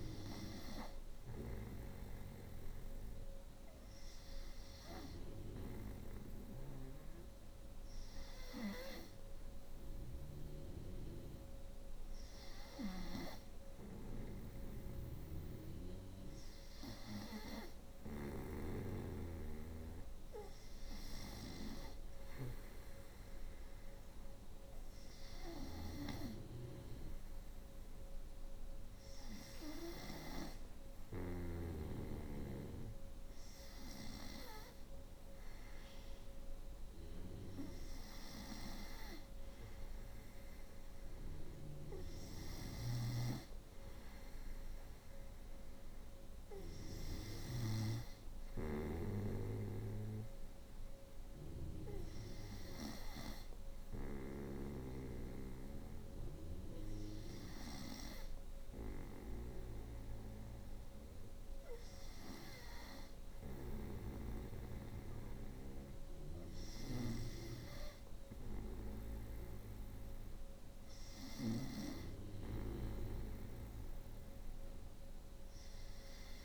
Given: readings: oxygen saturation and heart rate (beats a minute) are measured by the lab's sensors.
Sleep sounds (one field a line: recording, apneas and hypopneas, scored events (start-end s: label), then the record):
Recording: breathing in sleep by a room microphone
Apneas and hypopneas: 1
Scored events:
0.00-21.50 s: snoring (device-marked)
1.00-16.00 s: hypopnea (oxygen 93% before, 89% lowest, heart rate 68 before, 66 extreme, up 1 after)
19.00-22.50 s: arousal
41.50-47.00 s: snoring (device-marked)
53.00-68.50 s: snoring (device-marked)
70.50-76.45 s: snoring (device-marked)
From the record:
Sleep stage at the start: N2 (light sleep)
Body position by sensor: on the front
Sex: female